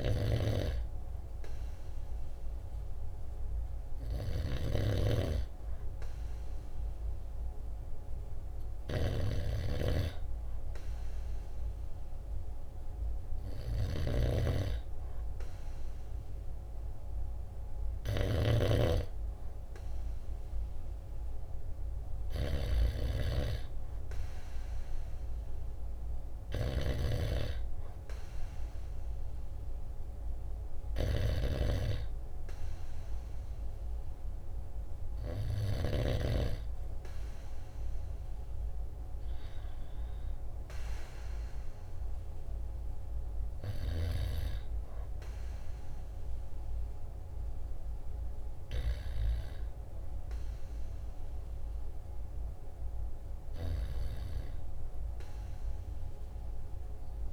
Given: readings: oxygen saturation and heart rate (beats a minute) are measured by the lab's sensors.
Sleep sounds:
breathing in sleep by a room microphone; none
14.00-19.00 s: snoring (device-marked)
From the record:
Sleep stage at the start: N2 (light sleep); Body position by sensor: on the right side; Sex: male

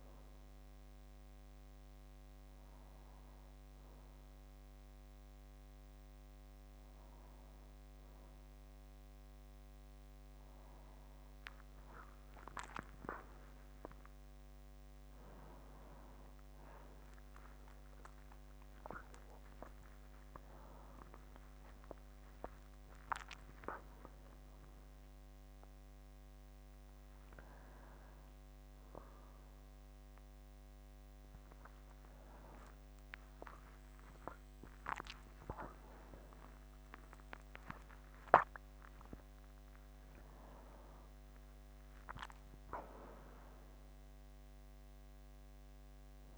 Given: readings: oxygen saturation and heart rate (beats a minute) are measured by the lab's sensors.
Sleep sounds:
breathing in sleep by a microphone on the trachea; none
10.50-15.00 s: arousal
From the record:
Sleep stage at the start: N2 (light sleep); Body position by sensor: on the back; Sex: male

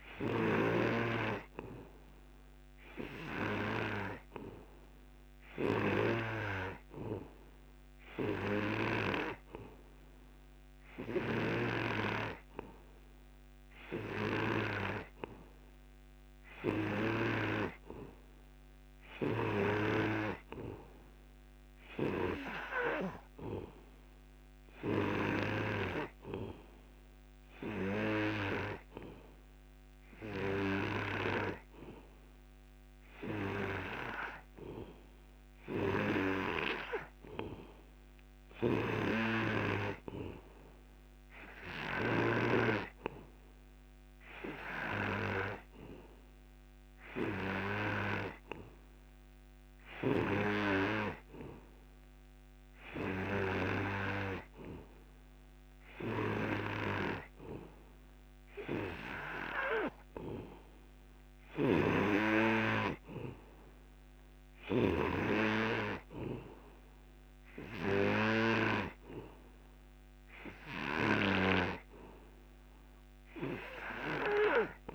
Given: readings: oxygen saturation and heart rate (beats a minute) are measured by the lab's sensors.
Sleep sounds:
breathing in sleep by a microphone on the trachea; none
none scored
From the record:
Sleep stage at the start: N3 (deep sleep); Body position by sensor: on the back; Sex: male

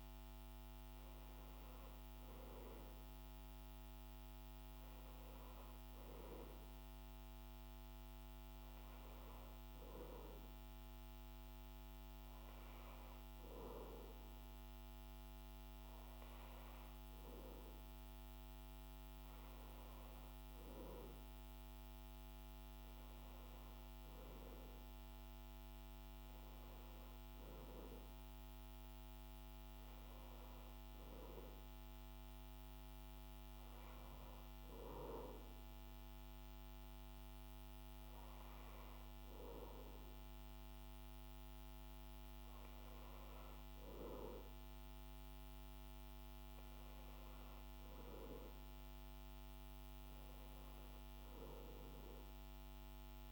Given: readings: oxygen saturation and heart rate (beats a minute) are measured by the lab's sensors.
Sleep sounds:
breathing in sleep, hard to hear, by a microphone on the trachea; 1
30.50-43.00 s: hypopnea (oxygen 96% before, 94% lowest, heart rate 75 before, 73 extreme, up 4 after)
46.50-50.50 s: arousal
From the record:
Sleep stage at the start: N2 (light sleep); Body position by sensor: on the back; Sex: male

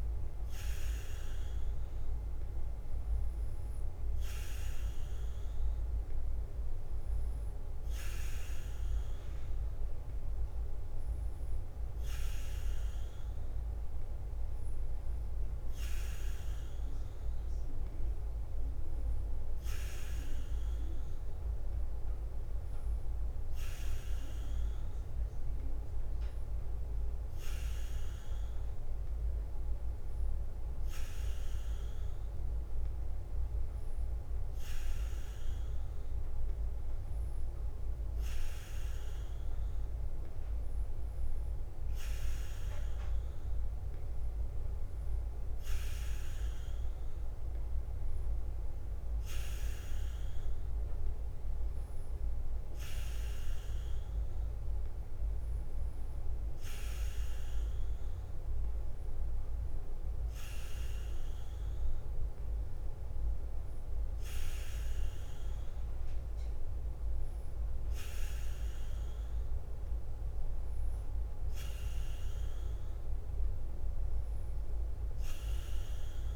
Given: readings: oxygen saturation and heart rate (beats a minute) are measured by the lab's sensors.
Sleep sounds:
breathing in sleep, hard to hear, by a room microphone; none
0.00-76.36 s: bradycardia (device-marked, heart rate 44 extreme)
35.50-37.50 s: long interval between heartbeats (device-marked, heart rate 51 before, 51 extreme)
From the record:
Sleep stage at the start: N3 (deep sleep); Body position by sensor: on the back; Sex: male

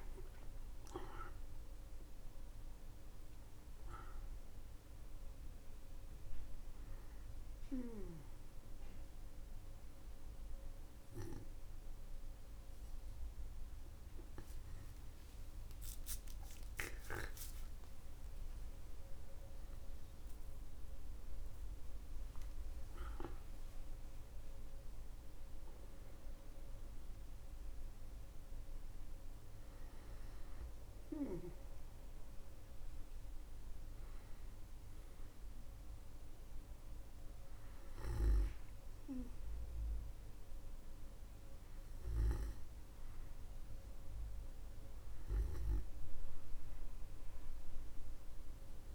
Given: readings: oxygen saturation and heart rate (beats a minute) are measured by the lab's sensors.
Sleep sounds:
breathing in sleep by a room microphone; none
1.00-28.00 s: oxygen desaturation (device-marked, oxygen 97% before, 93% lowest, heart rate 61 before, 48 extreme)
8.00-38.00 s: new sleep stage, N1 (lightest sleep)
15.00-21.50 s: arousal
38.00-48.95 s: new sleep stage, N2 (light sleep)
From the record:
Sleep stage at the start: N2 (light sleep); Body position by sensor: on the back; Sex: male

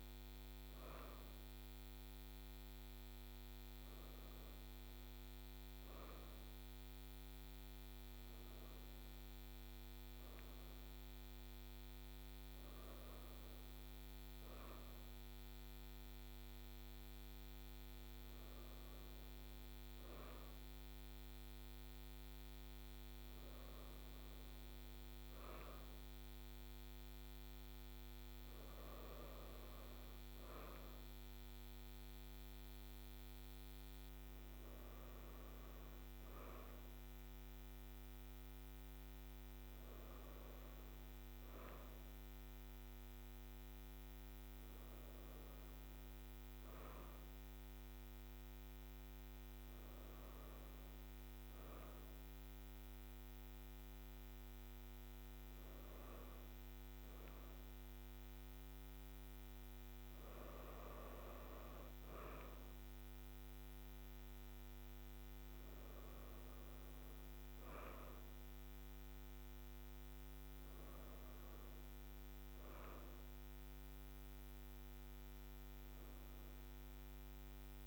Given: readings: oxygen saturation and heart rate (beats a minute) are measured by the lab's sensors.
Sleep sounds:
breathing in sleep, hard to hear, by a microphone on the trachea; none
none scored
From the record:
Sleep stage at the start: N2 (light sleep); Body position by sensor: on the right side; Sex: female

